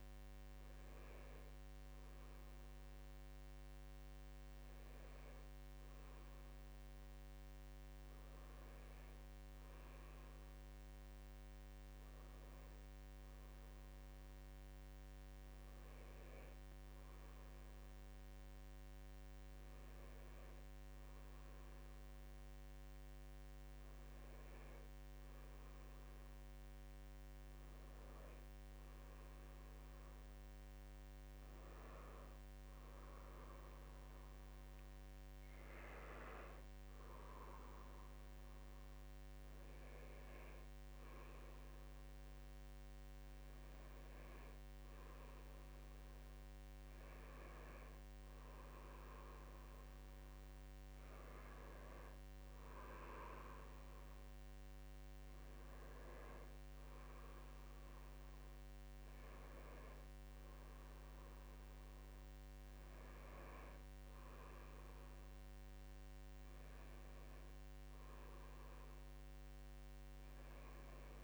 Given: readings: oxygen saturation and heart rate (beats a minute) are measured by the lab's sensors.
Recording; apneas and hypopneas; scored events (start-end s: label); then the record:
breathing in sleep, hard to hear, by a microphone on the trachea; none
none scored
From the record:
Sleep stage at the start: N2 (light sleep); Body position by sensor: on the back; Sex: male